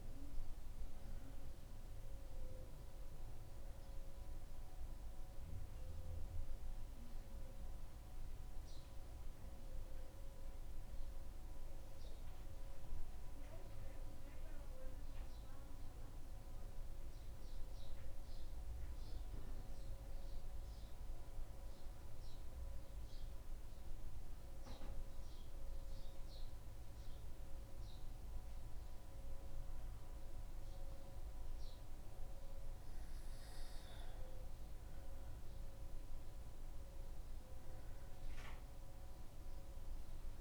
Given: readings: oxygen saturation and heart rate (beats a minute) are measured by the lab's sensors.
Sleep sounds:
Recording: breathing in sleep, hard to hear, by a room microphone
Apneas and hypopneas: 1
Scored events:
1.00-4.50 s: arousal
7.00-32.00 s: hypopnea (oxygen 95% before, 92% lowest, heart rate 76 before, 74 extreme, up 0 after)
34.50-38.50 s: arousal
From the record:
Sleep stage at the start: N2 (light sleep)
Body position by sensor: on the back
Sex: male

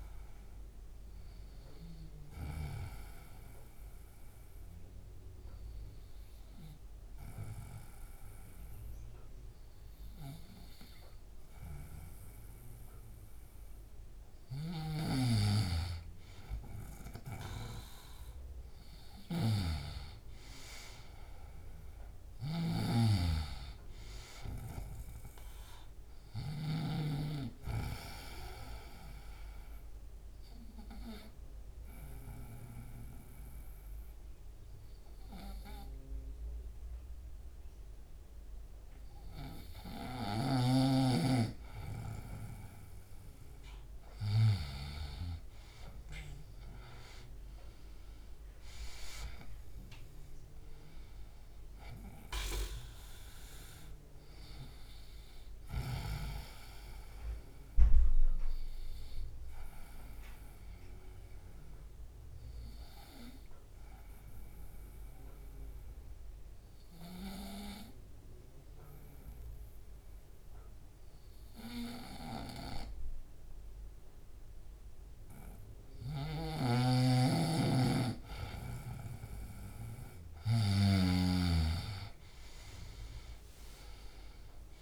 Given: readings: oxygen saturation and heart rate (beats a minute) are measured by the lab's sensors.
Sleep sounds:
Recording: breathing in sleep by a room microphone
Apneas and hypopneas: 3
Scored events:
0.00-8.50 s: oxygen desaturation (device-marked, oxygen 91% lowest, heart rate 69 extreme)
3.50-15.00 s: obstructive apnea (oxygen 97% before, 91% lowest, heart rate 73 before, 69 extreme, up 2 after)
14.00-26.50 s: snoring (device-marked)
18.00-22.00 s: arousal
25.50-45.50 s: oxygen desaturation (device-marked, oxygen 98% before, 93% lowest, heart rate 70 before, 69 extreme)
27.50-41.50 s: obstructive apnea (oxygen 98% before, 91% lowest, heart rate 71 before, 69 extreme, up 3 after)
40.00-44.50 s: snoring (device-marked)
46.00-50.00 s: arousal
53.50-72.50 s: oxygen desaturation (device-marked, oxygen 98% before, 93% lowest, heart rate 71 before, 69 extreme)
59.00-76.00 s: obstructive apnea (oxygen 98% before, 90% lowest, heart rate 72 before, 70 extreme)
75.50-79.00 s: snoring (device-marked)
81.00-84.82 s: snoring (device-marked)
82.00-84.82 s: arousal
83.50-84.82 s: oxygen desaturation (device-marked, oxygen 98% before, 90% lowest, heart rate 117 before, 139 extreme)
From the record:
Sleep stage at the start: N2 (light sleep)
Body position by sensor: on the right side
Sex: male

